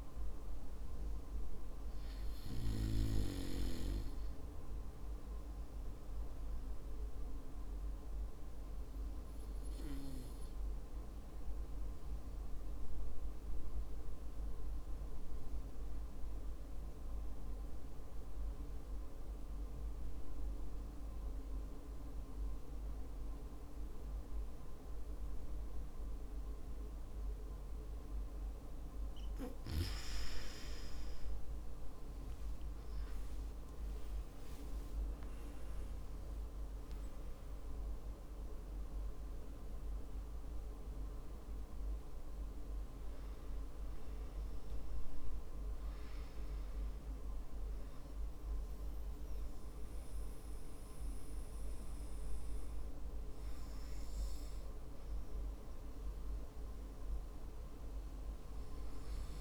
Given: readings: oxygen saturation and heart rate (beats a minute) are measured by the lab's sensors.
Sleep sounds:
breathing in sleep, hard to hear, by a room microphone; 1
0.00-3.00 s: arousal
8.50-29.00 s: obstructive apnea (oxygen 96% before, 90% lowest, heart rate 56 before, 50 extreme, up 16 after)
28.00-46.00 s: oxygen desaturation (device-marked, oxygen 96% before, 92% lowest, heart rate 56 before, 54 extreme)
32.00-38.00 s: arousal
From the record:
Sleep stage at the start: N2 (light sleep); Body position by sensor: on the back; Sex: male

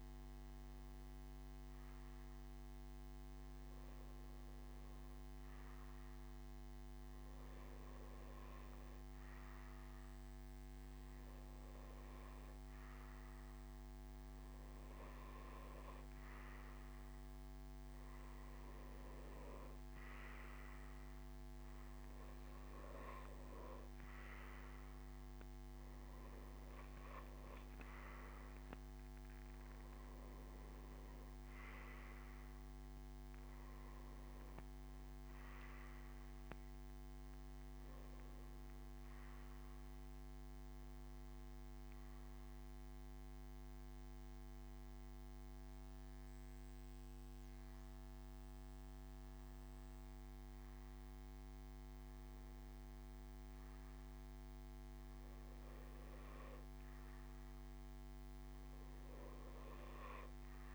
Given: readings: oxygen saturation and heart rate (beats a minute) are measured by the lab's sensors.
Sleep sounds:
breathing in sleep, hard to hear, by a microphone on the trachea; none
none scored
From the record:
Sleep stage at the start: N2 (light sleep); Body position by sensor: on the back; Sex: male

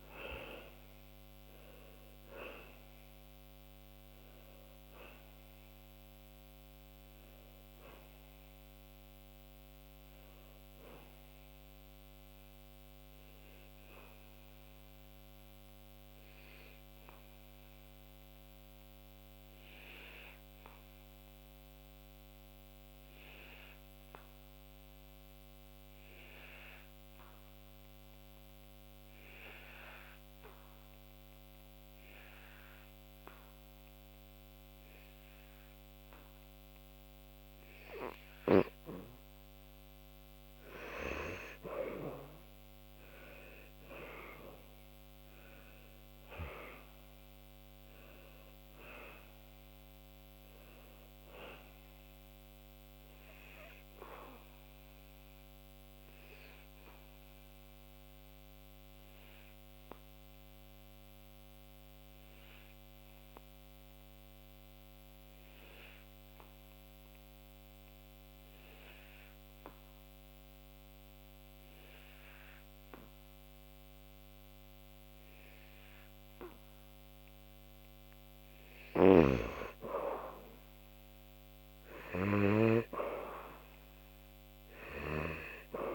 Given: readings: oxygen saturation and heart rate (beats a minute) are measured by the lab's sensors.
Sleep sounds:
breathing in sleep by a microphone on the trachea; 2
0.00-17.00 s: oxygen desaturation (device-marked, oxygen 82% lowest, heart rate 67 extreme)
12.00-38.00 s: obstructive apnea (oxygen 98% before, 82% lowest, heart rate 79 before, 67 extreme, up 11 after)
33.00-64.00 s: oxygen desaturation (device-marked, oxygen 98% before, 85% lowest, heart rate 76 before, 67 extreme)
40.50-44.50 s: arousal
55.00-76.00 s: obstructive apnea (oxygen 98% before, 85% lowest, heart rate 75 before, 69 extreme, up 2 after)
78.00-85.95 s: oxygen desaturation (device-marked, oxygen 98% before, 87% lowest, heart rate 72 before, 68 extreme)
79.50-83.50 s: arousal
From the record:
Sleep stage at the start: N2 (light sleep); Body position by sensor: on the back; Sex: male

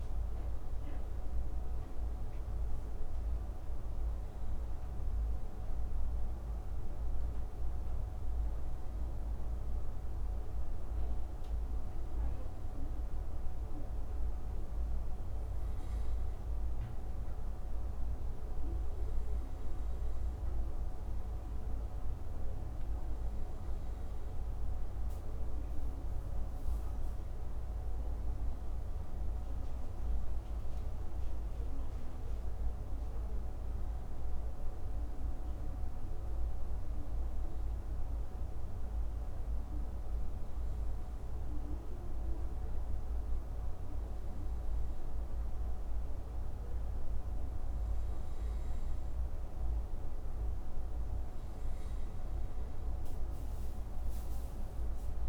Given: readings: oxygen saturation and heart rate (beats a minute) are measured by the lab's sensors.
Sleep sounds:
breathing in sleep, hard to hear, by a room microphone; 2
5.50-19.00 s: hypopnea (oxygen 95% before, 91% lowest)
24.50-29.00 s: arousal
36.00-49.00 s: hypopnea (oxygen 94% before, 91% lowest)
51.00-55.00 s: arousal
From the record:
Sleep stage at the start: N2 (light sleep); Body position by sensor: on the right side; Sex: male

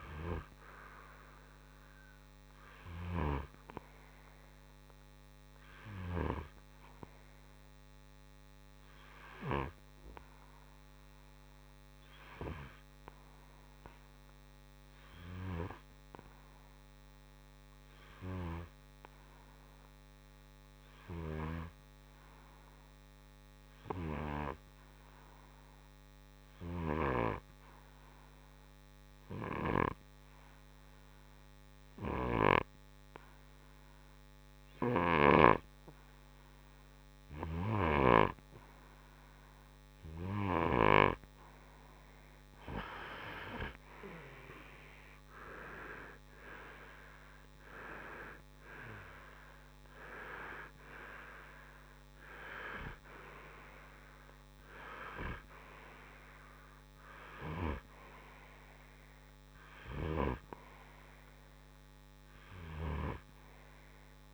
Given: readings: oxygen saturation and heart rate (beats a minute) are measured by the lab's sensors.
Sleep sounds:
breathing in sleep by a microphone on the trachea; 1
9.50-38.50 s: hypopnea (oxygen 95% before, 90% lowest, heart rate 63 before, 58 extreme, up 6 after)
37.50-59.50 s: oxygen desaturation (device-marked, oxygen 96% before, 90% lowest, heart rate 62 before, 59 extreme)
42.00-45.50 s: arousal
From the record:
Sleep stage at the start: N2 (light sleep); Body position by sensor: on the right side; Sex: male

